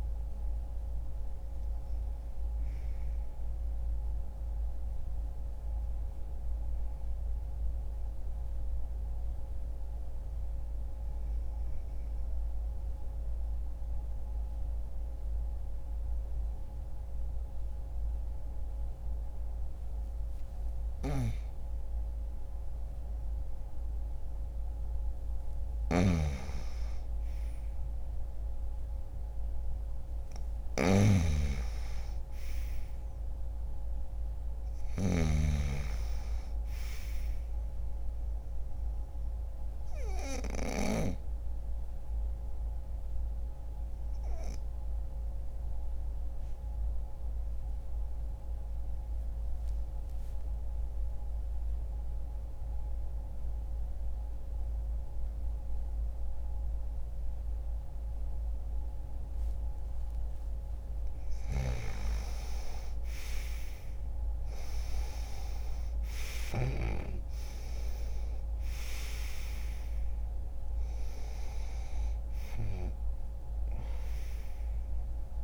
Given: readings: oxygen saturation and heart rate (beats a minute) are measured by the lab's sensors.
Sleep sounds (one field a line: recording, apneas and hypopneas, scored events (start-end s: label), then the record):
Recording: breathing in sleep by a room microphone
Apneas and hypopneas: 2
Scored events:
0.00-8.50 s: oxygen desaturation (device-marked, oxygen 93% lowest, heart rate 52 extreme)
10.50-25.00 s: mixed apnea (oxygen 99% before, 91% lowest, heart rate 59 before, 59 extreme, up 1 after)
19.50-30.50 s: oxygen desaturation (device-marked, oxygen 96% before, 91% lowest, heart rate 61 before, 59 extreme)
25.00-34.50 s: snoring (device-marked)
28.00-32.50 s: arousal
39.50-59.50 s: obstructive apnea (oxygen 99% before, 91% lowest, heart rate 60 before, 60 extreme, up 1 after)
42.50-57.50 s: oxygen desaturation (device-marked, oxygen 99% before, 92% lowest, heart rate 60 before, 60 extreme)
60.50-66.00 s: snoring (device-marked)
61.50-67.00 s: arousal
From the record:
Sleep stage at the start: N2 (light sleep)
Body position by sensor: on the back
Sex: male